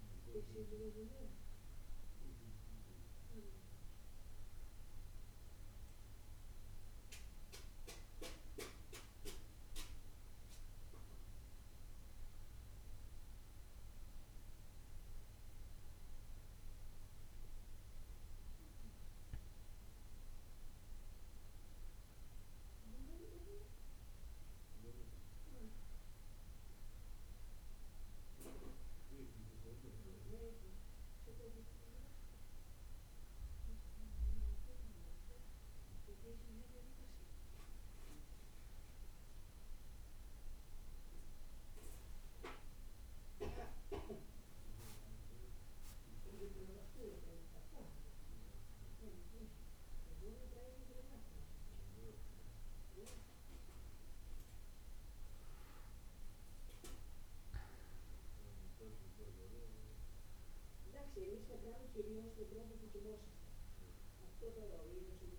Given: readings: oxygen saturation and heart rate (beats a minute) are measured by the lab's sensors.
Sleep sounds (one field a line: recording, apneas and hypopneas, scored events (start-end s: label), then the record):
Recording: breathing in sleep by a room microphone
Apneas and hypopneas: none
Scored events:
46.00-50.50 s: arousal
From the record:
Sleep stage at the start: N1 (lightest sleep)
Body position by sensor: on the back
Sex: male